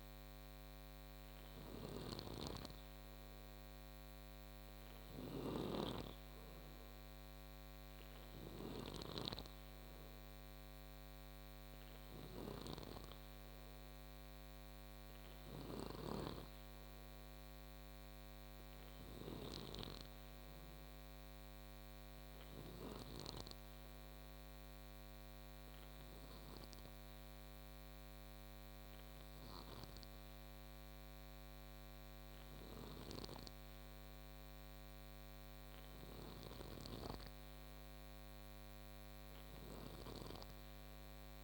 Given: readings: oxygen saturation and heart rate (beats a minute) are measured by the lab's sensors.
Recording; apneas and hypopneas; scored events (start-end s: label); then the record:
breathing in sleep by a microphone on the trachea; none
1.50-23.00 s: snoring (device-marked)
36.50-41.44 s: snoring (device-marked)
From the record:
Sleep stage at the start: N2 (light sleep); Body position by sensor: on the back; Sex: male